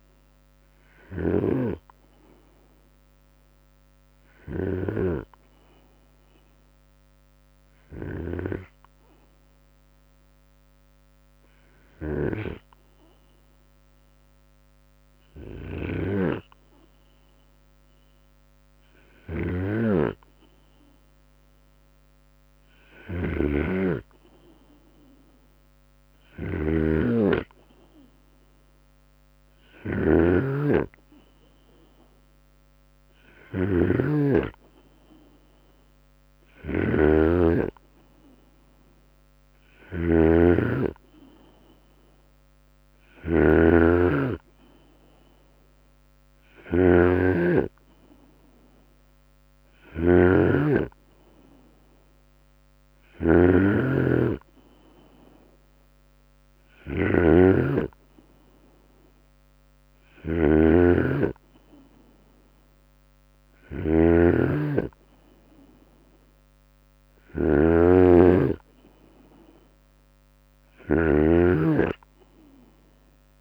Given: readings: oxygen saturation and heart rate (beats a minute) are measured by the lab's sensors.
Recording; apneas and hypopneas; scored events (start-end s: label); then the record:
breathing in sleep by a microphone on the trachea; 1
0.00-4.50 s: drop in pulse transit time (device-marked, heart rate 74 extreme)
0.00-10.50 s: oxygen desaturation (device-marked, oxygen 95% lowest, heart rate 67 extreme)
3.00-15.50 s: hypopnea (oxygen 99% before, 94% lowest, heart rate 75 before, 67 extreme, up 5 after)
9.50-11.50 s: long interval between heartbeats (device-marked, heart rate 76 before, 69 extreme)
18.50-22.00 s: arousal
18.50-73.41 s: snoring (device-marked)
24.50-33.50 s: drop in pulse transit time (device-marked, heart rate 71 before, 69 extreme)
From the record:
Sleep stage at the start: N2 (light sleep); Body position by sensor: on the right side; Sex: male